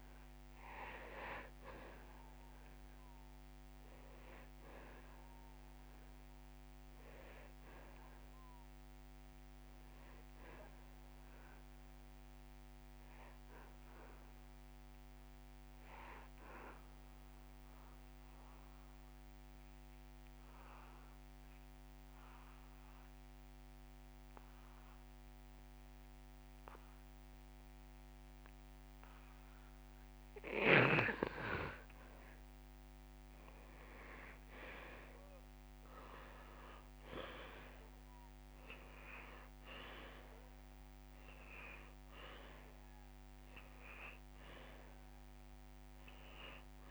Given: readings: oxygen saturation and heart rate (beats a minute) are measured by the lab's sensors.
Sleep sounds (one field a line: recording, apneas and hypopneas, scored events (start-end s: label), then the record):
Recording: breathing in sleep by a microphone on the trachea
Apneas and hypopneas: 1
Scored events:
0.00-4.50 s: oxygen desaturation (device-marked, oxygen 93% lowest)
6.00-8.50 s: arousal
11.50-29.50 s: oxygen desaturation (device-marked, oxygen 94% before, 89% lowest)
13.00-15.00 s: long interval between heartbeats (device-marked)
13.00-30.00 s: obstructive apnea (oxygen 97% before, 88% lowest)
33.50-37.50 s: arousal
44.50-46.90 s: oxygen desaturation (device-marked, oxygen 98% before, 88% lowest)
From the record:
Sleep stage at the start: N2 (light sleep)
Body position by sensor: on the back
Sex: male